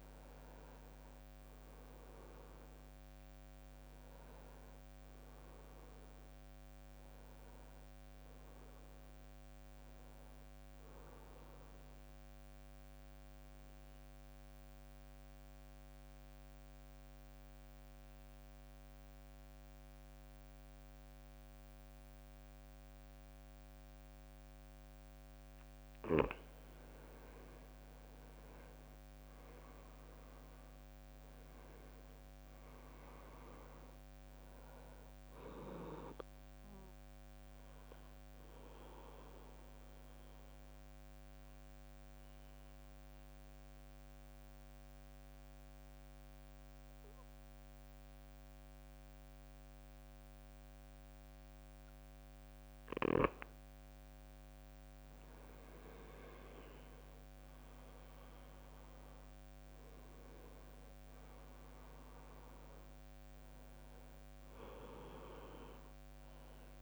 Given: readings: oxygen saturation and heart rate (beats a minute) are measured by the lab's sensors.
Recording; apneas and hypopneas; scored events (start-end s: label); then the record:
breathing in sleep by a microphone on the trachea; 2
12.00-25.50 s: mixed apnea (oxygen 98% before, 92% lowest, heart rate 66 before, 56 extreme, up 11 after)
27.50-30.50 s: arousal
27.50-46.50 s: oxygen desaturation (device-marked, oxygen 96% before, 92% lowest, heart rate 62 before, 56 extreme)
37.00-53.50 s: mixed apnea (oxygen 96% before, 92% lowest, heart rate 64 before, 54 extreme, up 12 after)
55.00-59.00 s: arousal
59.50-66.82 s: oxygen desaturation (device-marked, oxygen 97% before, 93% lowest, heart rate 60 before, 54 extreme)
From the record:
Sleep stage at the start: N2 (light sleep); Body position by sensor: on the back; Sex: male